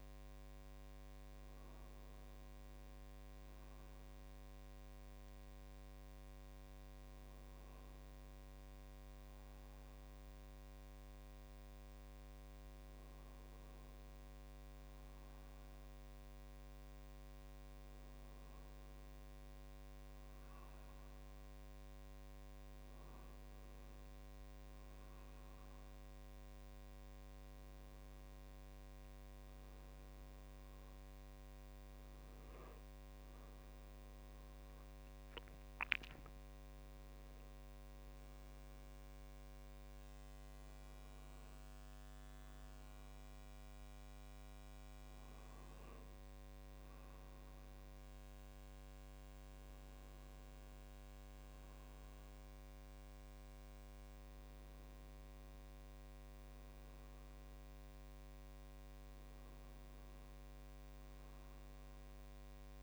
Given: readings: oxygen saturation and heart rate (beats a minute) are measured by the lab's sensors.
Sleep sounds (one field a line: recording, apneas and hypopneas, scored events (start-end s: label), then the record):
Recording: a person awake in a sleep study, hard to hear, by a microphone on the trachea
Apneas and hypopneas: none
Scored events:
none scored
From the record:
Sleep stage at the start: awake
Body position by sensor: on the right side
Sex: male